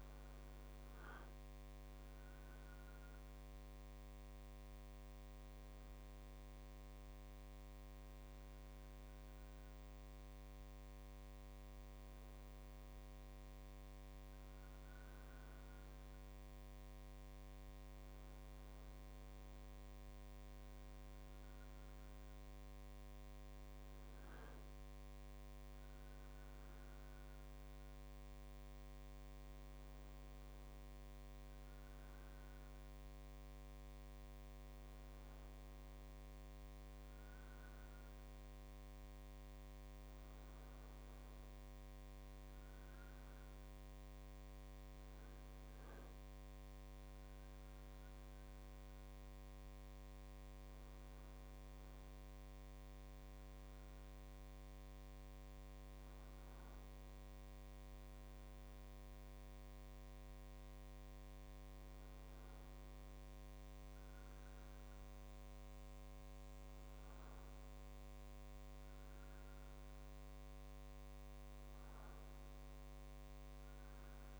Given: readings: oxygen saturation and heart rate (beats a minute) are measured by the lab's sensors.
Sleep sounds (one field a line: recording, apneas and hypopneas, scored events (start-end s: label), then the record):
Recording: a person awake in a sleep study, hard to hear, by a microphone on the trachea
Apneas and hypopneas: none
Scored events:
none scored
From the record:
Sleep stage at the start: awake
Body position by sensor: on the right side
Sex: male